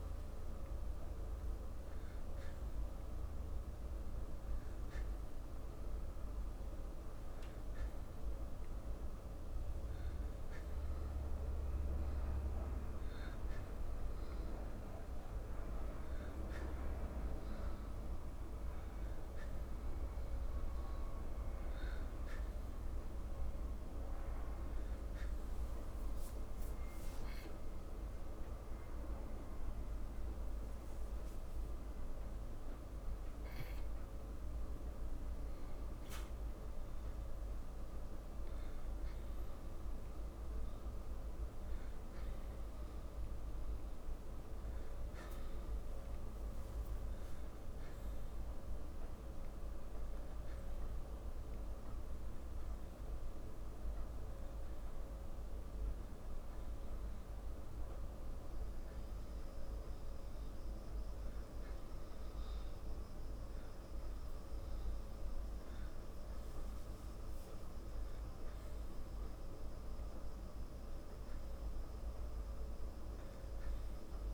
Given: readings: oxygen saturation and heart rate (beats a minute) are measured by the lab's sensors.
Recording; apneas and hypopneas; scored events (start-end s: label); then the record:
breathing in sleep, hard to hear, by a room microphone; none
27.00-31.00 s: arousal
From the record:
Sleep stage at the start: N2 (light sleep); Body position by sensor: on the back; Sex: male